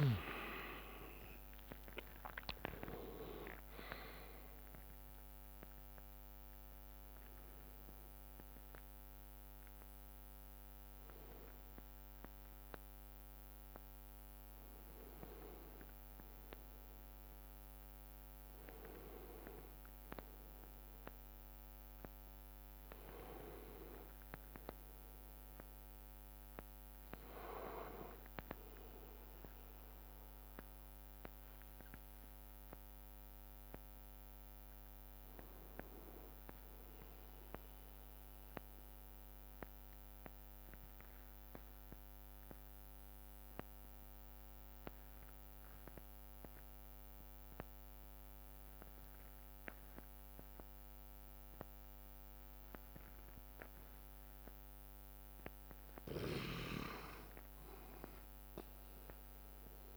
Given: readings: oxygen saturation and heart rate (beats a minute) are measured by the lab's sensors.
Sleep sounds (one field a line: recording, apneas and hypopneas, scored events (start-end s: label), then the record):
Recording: breathing in sleep by a microphone on the trachea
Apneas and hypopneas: 1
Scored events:
0.00-1.50 s: arousal
0.00-3.00 s: tachycardia (device-marked, heart rate 130 extreme)
0.00-10.00 s: drop in pulse transit time (device-marked, heart rate 80 extreme)
0.00-18.00 s: oxygen desaturation (device-marked, oxygen 82% lowest, heart rate 58 extreme)
0.50-2.50 s: long interval between heartbeats (device-marked, heart rate 69 before, 129 extreme)
8.00-10.00 s: long interval between heartbeats (device-marked, heart rate 91 before, 80 extreme)
16.00-18.00 s: long interval between heartbeats (device-marked, heart rate 95 before, 71 extreme)
19.00-59.97 s: new sleep stage, N2 (light sleep)
20.50-22.50 s: long interval between heartbeats (device-marked, heart rate 89 before, 85 extreme)
22.50-24.50 s: long interval between heartbeats (device-marked, heart rate 85 before, 84 extreme)
28.00-33.00 s: bradycardia (device-marked, heart rate 65 before, 58 extreme)
32.00-36.00 s: arousal
39.00-55.00 s: obstructive apnea (oxygen 99% before, 90% lowest, heart rate 71 before, 57 extreme, up 6 after)
41.00-43.00 s: bradycardia (device-marked, heart rate 65 before, 61 extreme)
50.00-59.97 s: oxygen desaturation (device-marked, oxygen 99% before, 91% lowest, heart rate 60 before, 57 extreme)
57.00-59.97 s: arousal
From the record:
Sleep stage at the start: N1 (lightest sleep)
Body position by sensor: on the back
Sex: male